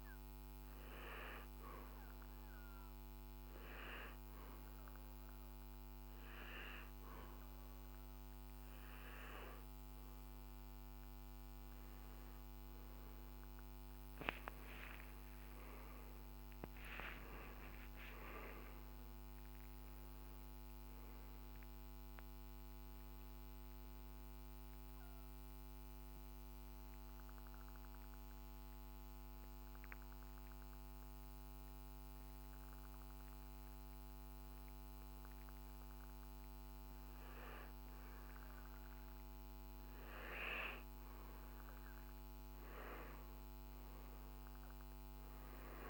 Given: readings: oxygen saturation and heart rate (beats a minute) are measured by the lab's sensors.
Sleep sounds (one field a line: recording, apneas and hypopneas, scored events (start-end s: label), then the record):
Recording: breathing in sleep by a microphone on the trachea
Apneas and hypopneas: 2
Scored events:
1.50-12.50 s: hypopnea (oxygen 96% before, 92% lowest, heart rate 61 before, 54 extreme, up 15 after)
14.50-19.00 s: arousal
20.00-36.00 s: oxygen desaturation (device-marked, oxygen 95% before, 92% lowest, heart rate 68 before, 54 extreme)
27.50-40.00 s: obstructive apnea (oxygen 95% before, 92% lowest, heart rate 70 before, 55 extreme, up 8 after)
43.00-45.90 s: arousal
From the record:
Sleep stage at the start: N2 (light sleep)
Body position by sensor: on the back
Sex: male